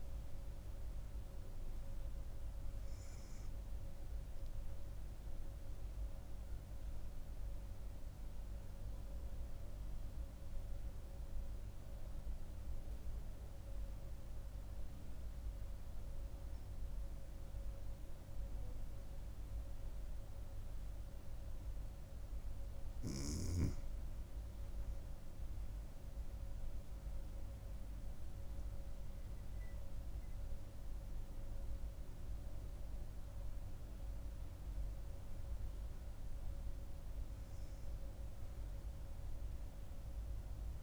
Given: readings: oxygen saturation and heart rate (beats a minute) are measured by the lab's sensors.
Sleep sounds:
breathing in sleep, hard to hear, by a room microphone; 1
0.00-19.50 s: oxygen desaturation (device-marked, oxygen 88% lowest, heart rate 65 extreme)
6.00-22.00 s: mixed apnea (oxygen 97% before, 88% lowest, heart rate 78 before, 65 extreme, up 8 after)
24.50-40.82 s: oxygen desaturation (device-marked, oxygen 98% before, 88% lowest, heart rate 69 before, 68 extreme)
31.00-35.00 s: arousal
From the record:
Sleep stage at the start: N2 (light sleep); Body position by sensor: on the back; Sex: female

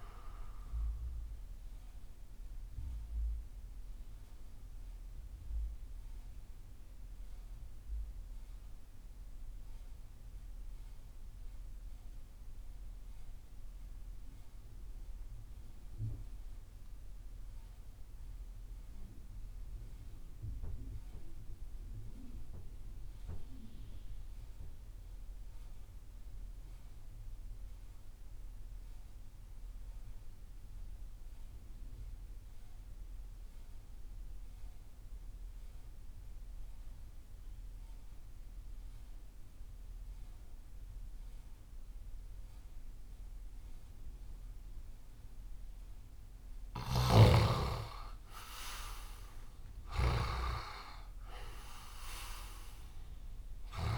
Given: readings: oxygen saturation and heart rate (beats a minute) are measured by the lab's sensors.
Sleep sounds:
breathing in sleep by a room microphone; 1
0.00-15.50 s: oxygen desaturation (device-marked, oxygen 73% lowest)
2.00-45.00 s: mixed apnea (oxygen 92% before, 71% lowest)
30.50-53.98 s: oxygen desaturation (device-marked, oxygen 97% before, 71% lowest)
46.50-50.00 s: snoring (device-marked)
47.50-51.00 s: arousal
From the record:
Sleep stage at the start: REM sleep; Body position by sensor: on the left side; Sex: male

